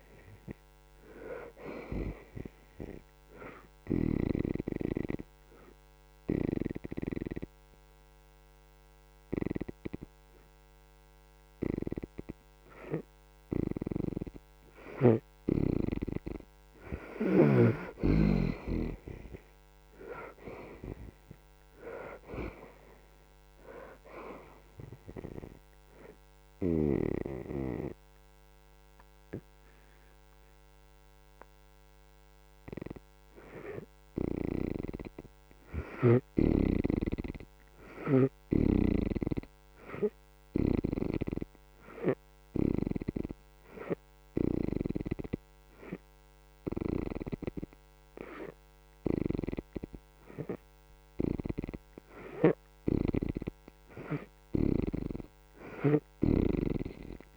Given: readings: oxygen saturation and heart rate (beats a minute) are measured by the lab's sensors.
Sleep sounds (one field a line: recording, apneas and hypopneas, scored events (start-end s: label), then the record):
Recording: breathing in sleep by a microphone on the trachea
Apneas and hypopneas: 3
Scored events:
0.00-8.00 s: oxygen desaturation (device-marked, oxygen 61% lowest, heart rate 74 extreme)
4.50-15.00 s: obstructive apnea (oxygen 72% before, 61% lowest, heart rate 72 before, 72 extreme, up 5 after)
10.00-27.00 s: oxygen desaturation (device-marked, oxygen 80% before, 67% lowest, heart rate 73 before, 72 extreme)
18.50-22.00 s: arousal
24.00-34.50 s: obstructive apnea (oxygen 80% before, 57% lowest, heart rate 79 before, 59 extreme, up 2 after)
33.00-46.00 s: oxygen desaturation (device-marked, oxygen 79% before, 61% lowest, heart rate 79 before, 59 extreme)
36.00-39.00 s: arousal
40.50-52.00 s: hypopnea (oxygen 79% before, 51% lowest, heart rate 79 before, 59 extreme, up 7 after)
48.00-57.37 s: oxygen desaturation (device-marked, oxygen 76% before, 61% lowest, heart rate 78 before, 59 extreme)
55.00-57.37 s: arousal
56.00-57.37 s: snoring (device-marked)
From the record:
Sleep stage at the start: N2 (light sleep)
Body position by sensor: on the back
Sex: female